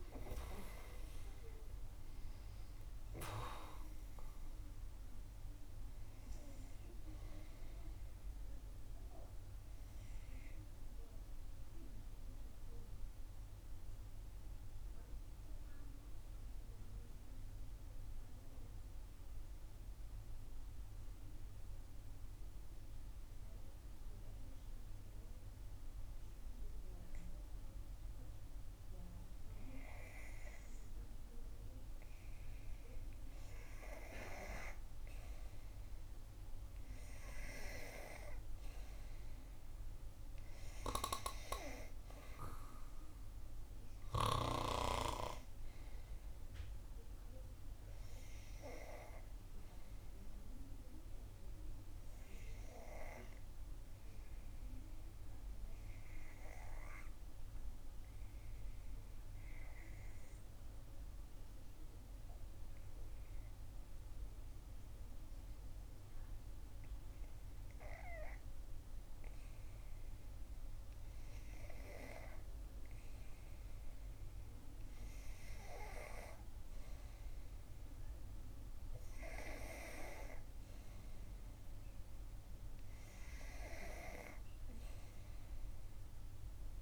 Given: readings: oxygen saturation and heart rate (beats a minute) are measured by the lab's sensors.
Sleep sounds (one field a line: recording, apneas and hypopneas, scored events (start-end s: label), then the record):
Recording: breathing in sleep by a room microphone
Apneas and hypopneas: 2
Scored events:
0.00-1.00 s: arousal
11.00-29.50 s: mixed apnea (oxygen 95% before, 91% lowest, heart rate 62 before, 55 extreme, up 6 after)
32.50-36.50 s: arousal
37.50-64.50 s: oxygen desaturation (device-marked, oxygen 97% before, 92% lowest, heart rate 58 before, 57 extreme)
52.00-70.00 s: obstructive apnea (oxygen 97% before, 92% lowest, heart rate 61 before, 57 extreme, up 5 after)
72.00-74.00 s: long interval between heartbeats (device-marked, heart rate 58 before, 60 extreme)
72.50-76.00 s: arousal
From the record:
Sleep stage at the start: N2 (light sleep)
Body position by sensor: on the back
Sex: female